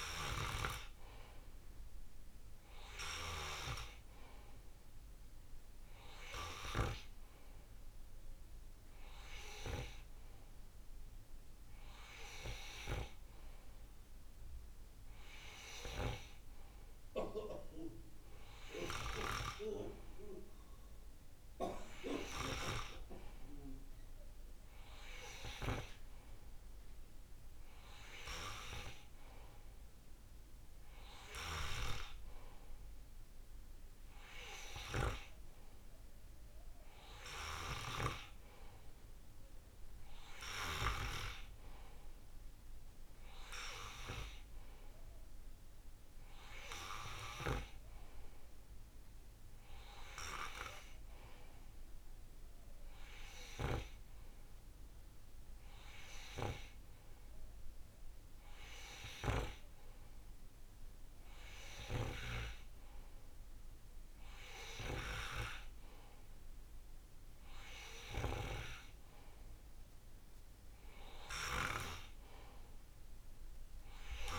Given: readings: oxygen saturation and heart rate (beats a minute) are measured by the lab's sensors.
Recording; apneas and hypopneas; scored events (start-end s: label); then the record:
breathing in sleep by a room microphone; none
none scored
From the record:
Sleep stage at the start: N2 (light sleep); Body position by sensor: on the right side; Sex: male